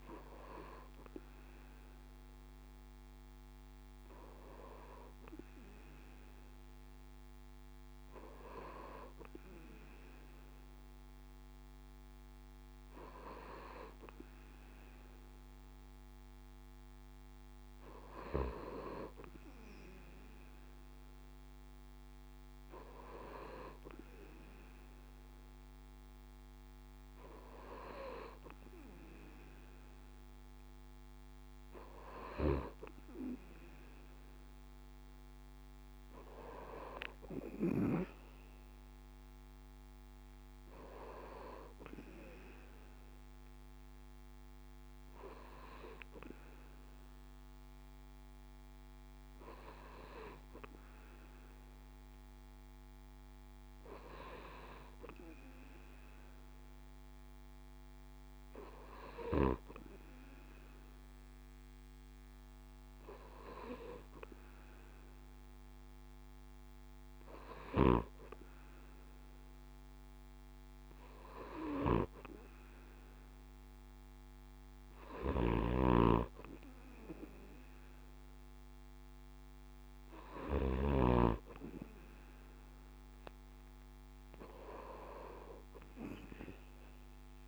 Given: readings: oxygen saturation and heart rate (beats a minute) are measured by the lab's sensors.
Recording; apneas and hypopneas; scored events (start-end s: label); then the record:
breathing in sleep by a microphone on the trachea; none
75.00-81.00 s: snoring (device-marked)
From the record:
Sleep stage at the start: N2 (light sleep); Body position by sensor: on the right side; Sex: male